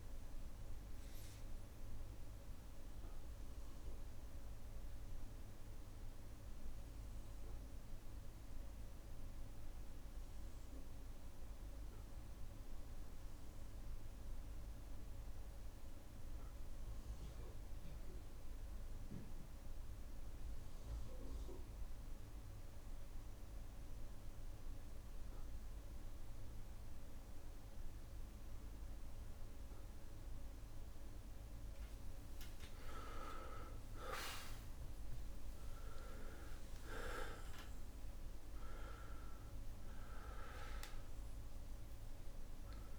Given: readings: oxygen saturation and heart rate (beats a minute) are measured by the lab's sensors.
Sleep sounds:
breathing in sleep by a room microphone; 1
0.00-14.50 s: oxygen desaturation (device-marked, oxygen 91% lowest, heart rate 56 extreme)
0.00-21.50 s: bradycardia (device-marked, heart rate 56 extreme)
0.50-30.00 s: obstructive apnea (oxygen 99% before, 91% lowest, heart rate 62 before, 56 extreme, up 5 after)
30.50-42.99 s: oxygen desaturation (device-marked, oxygen 99% before, 92% lowest, heart rate 59 before, 57 extreme)
36.50-41.50 s: arousal
From the record:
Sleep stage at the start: N2 (light sleep); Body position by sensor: on the back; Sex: male

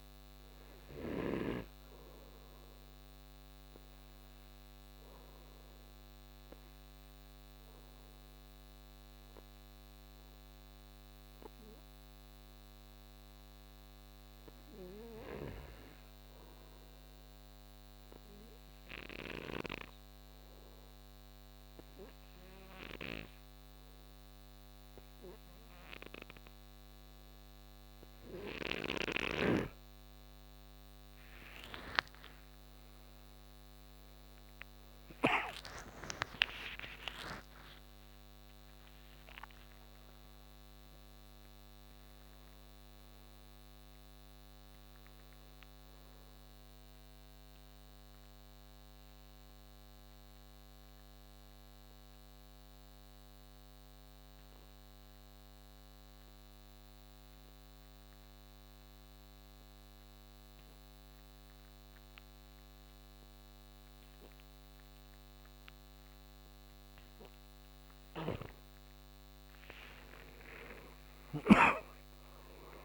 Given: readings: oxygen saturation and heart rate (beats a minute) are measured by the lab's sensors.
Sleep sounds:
breathing in sleep by a microphone on the trachea; 2
0.00-1.50 s: snoring (device-marked)
0.00-15.00 s: oxygen desaturation (device-marked, oxygen 97% before, 89% lowest, heart rate 63 before, 60 extreme)
4.50-29.50 s: obstructive apnea (oxygen 99% before, 85% lowest, heart rate 64 before, 58 extreme, up 22 after)
27.00-57.00 s: oxygen desaturation (device-marked, oxygen 96% before, 88% lowest, heart rate 63 before, 58 extreme)
32.00-38.00 s: arousal
46.00-68.00 s: obstructive apnea (oxygen 96% before, 85% lowest, heart rate 73 before, 58 extreme, up 15 after)
68.00-71.50 s: snoring (device-marked)
69.00-72.85 s: oxygen desaturation (device-marked, oxygen 97% before, 85% lowest, heart rate 61 before, 58 extreme)
69.50-72.85 s: arousal
From the record:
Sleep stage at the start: N2 (light sleep); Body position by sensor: on the right side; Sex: male

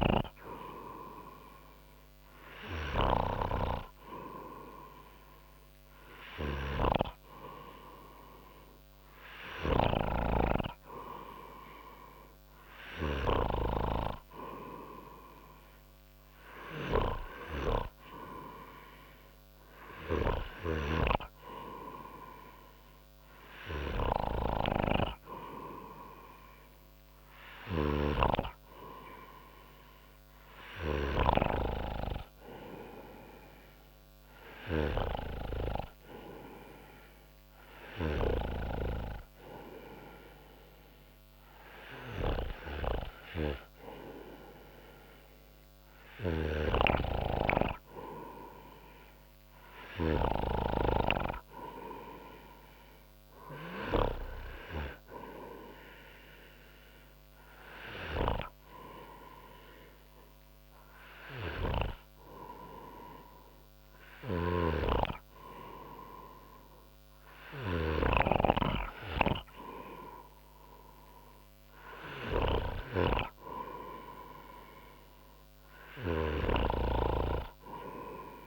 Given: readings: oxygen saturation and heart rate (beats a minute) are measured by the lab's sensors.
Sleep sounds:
breathing in sleep by a microphone on the trachea; none
0.00-4.00 s: snoring (device-marked)
47.50-51.50 s: snoring (device-marked)
From the record:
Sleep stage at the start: N2 (light sleep); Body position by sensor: on the front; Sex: male

